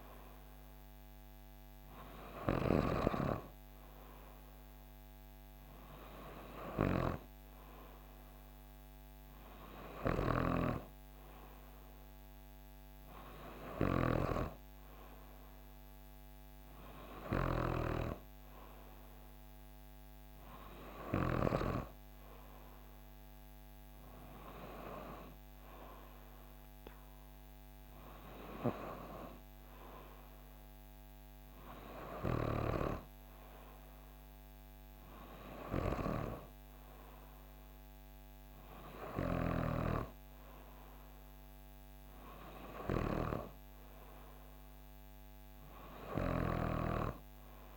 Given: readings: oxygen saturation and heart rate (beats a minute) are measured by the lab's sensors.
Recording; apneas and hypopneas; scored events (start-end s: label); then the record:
breathing in sleep by a microphone on the trachea; none
none scored
From the record:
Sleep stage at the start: N3 (deep sleep); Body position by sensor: on the back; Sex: female